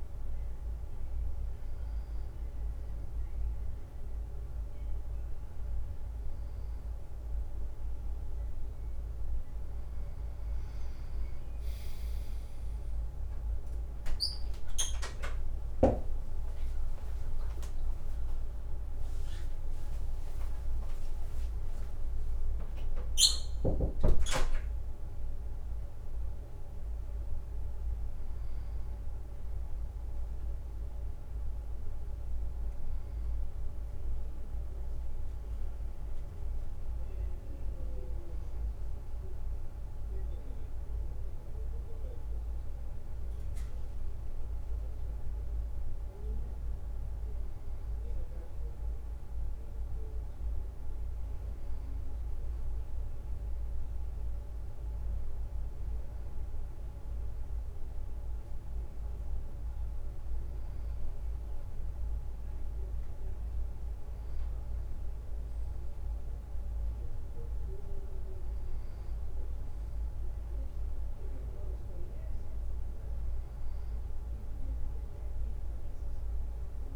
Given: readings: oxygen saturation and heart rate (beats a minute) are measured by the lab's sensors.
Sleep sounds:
breathing in sleep, hard to hear, by a room microphone; none
22.50-52.50 s: new sleep stage, N1 (lightest sleep)
25.00-29.00 s: arousal
52.50-76.96 s: new sleep stage, N2 (light sleep)
From the record:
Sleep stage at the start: N2 (light sleep); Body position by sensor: on the back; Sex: male

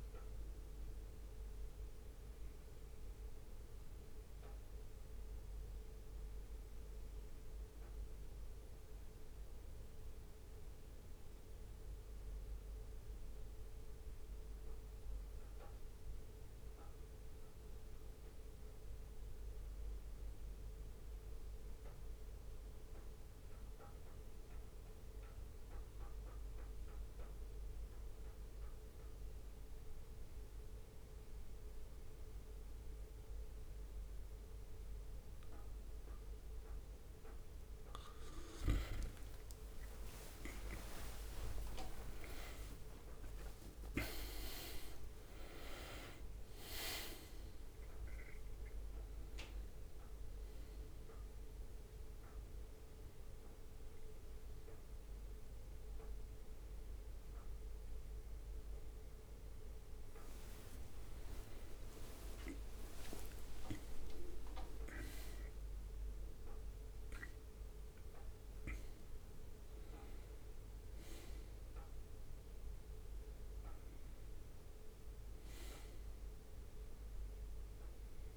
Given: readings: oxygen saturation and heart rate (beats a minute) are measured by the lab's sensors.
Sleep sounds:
breathing in sleep by a room microphone; 1
6.50-36.00 s: obstructive apnea (oxygen 97% before, 89% lowest, heart rate 65 before, 62 extreme, up 25 after)
30.00-54.00 s: oxygen desaturation (device-marked, oxygen 98% before, 89% lowest, heart rate 64 before, 66 extreme)
38.50-43.00 s: arousal
39.50-41.50 s: long interval between heartbeats (device-marked, heart rate 65 before, 73 extreme)
40.50-42.00 s: leg movement (device-marked)
44.00-45.50 s: leg movement (device-marked)
47.00-78.37 s: new sleep stage, N1 (lightest sleep)
60.00-64.50 s: arousal
61.00-65.50 s: leg movement (device-marked)
From the record:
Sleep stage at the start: N2 (light sleep); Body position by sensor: on the back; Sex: male

